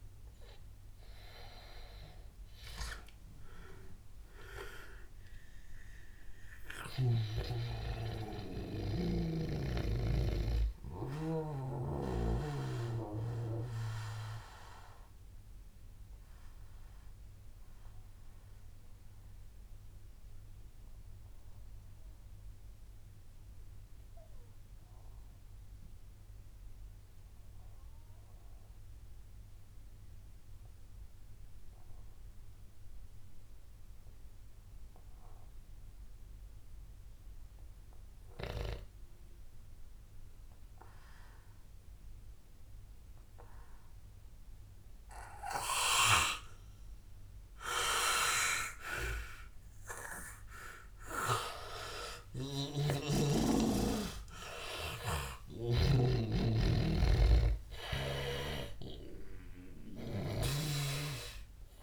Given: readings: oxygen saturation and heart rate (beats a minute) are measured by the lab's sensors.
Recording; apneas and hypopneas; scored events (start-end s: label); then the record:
breathing in sleep by a room microphone; 1
0.00-16.00 s: oxygen desaturation (device-marked, oxygen 86% lowest, heart rate 79 extreme)
5.00-8.00 s: arousal
10.00-52.00 s: obstructive apnea (oxygen 98% before, 79% lowest, heart rate 95 before, 79 extreme, up 15 after)
30.00-61.83 s: oxygen desaturation (device-marked, oxygen 100% before, 81% lowest, heart rate 87 before, 78 extreme)
52.50-56.00 s: snoring (device-marked)
54.00-57.50 s: arousal
60.50-61.83 s: snoring (device-marked)
From the record:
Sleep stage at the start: N2 (light sleep); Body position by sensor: on the back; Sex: male